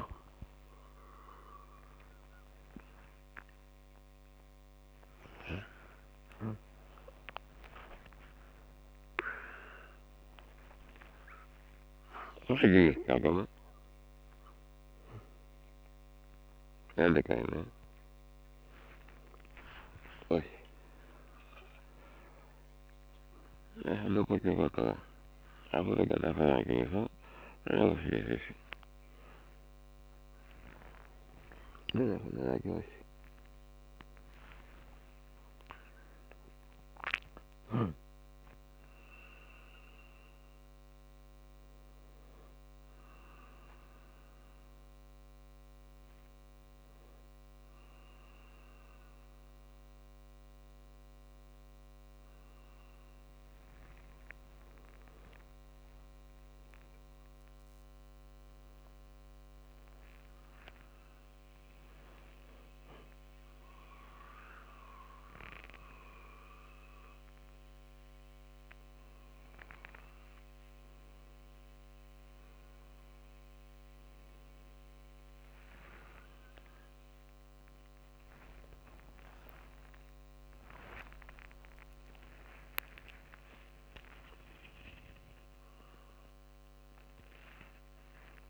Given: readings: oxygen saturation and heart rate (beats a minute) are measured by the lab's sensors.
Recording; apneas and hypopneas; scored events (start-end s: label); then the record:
a person awake in a sleep study, by a microphone on the trachea; none
1.00-88.50 s: new sleep stage, awake
5.00-11.00 s: tachycardia (device-marked, heart rate 52 before, 132 extreme)
6.50-8.50 s: long interval between heartbeats (device-marked, heart rate 53 before, 87 extreme)
7.00-21.00 s: drop in pulse transit time (device-marked, heart rate 55 before, 62 extreme)
10.00-12.00 s: long interval between heartbeats (device-marked, heart rate 63 before, 132 extreme)
20.00-22.00 s: long interval between heartbeats (device-marked, heart rate 87 before, 76 extreme)
30.00-32.00 s: long interval between heartbeats (device-marked, heart rate 90 before, 69 extreme)
53.50-55.50 s: long interval between heartbeats (device-marked, heart rate 62 before, 63 extreme)
59.50-61.50 s: long interval between heartbeats (device-marked, heart rate 58 before, 63 extreme)
77.00-88.50 s: tachycardia (device-marked, heart rate 55 before, 179 extreme)
79.00-81.00 s: long interval between heartbeats (device-marked, heart rate 60 before, 89 extreme)
81.00-83.00 s: long interval between heartbeats (device-marked, heart rate 64 before, 118 extreme)
82.00-88.50 s: drop in pulse transit time (device-marked, heart rate 66 before, 103 extreme)
85.00-87.00 s: long interval between heartbeats (device-marked, heart rate 82 before, 165 extreme)
87.00-88.50 s: long interval between heartbeats (device-marked, heart rate 93 before, 158 extreme)
From the record:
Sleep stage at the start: N2 (light sleep); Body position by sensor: on the back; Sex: male